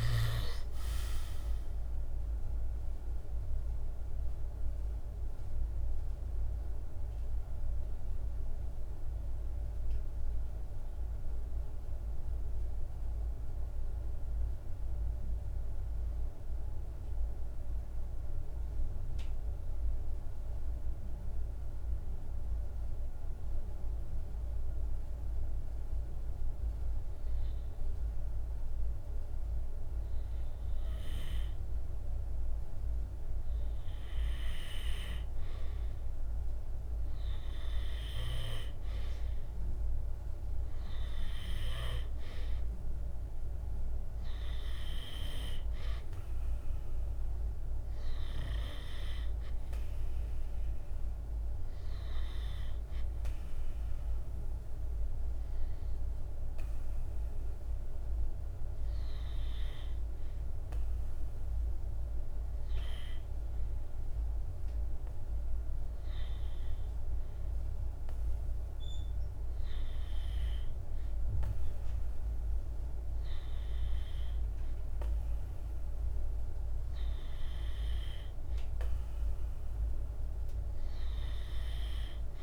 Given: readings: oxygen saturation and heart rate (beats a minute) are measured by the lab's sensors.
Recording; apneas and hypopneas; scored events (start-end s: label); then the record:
breathing in sleep by a room microphone; 2
0.00-5.00 s: oxygen desaturation (device-marked, oxygen 94% lowest, heart rate 49 extreme)
9.50-29.00 s: hypopnea (oxygen 97% before, 93% lowest, heart rate 53 before, 49 extreme, up 0 after)
30.00-34.00 s: arousal
33.00-55.00 s: oxygen desaturation (device-marked, oxygen 99% before, 93% lowest, heart rate 50 before, 50 extreme)
55.50-74.00 s: hypopnea (oxygen 99% before, 95% lowest, heart rate 51 before, 49 extreme, up 1 after)
75.50-79.00 s: arousal
From the record:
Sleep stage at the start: N2 (light sleep); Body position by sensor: on the right side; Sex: male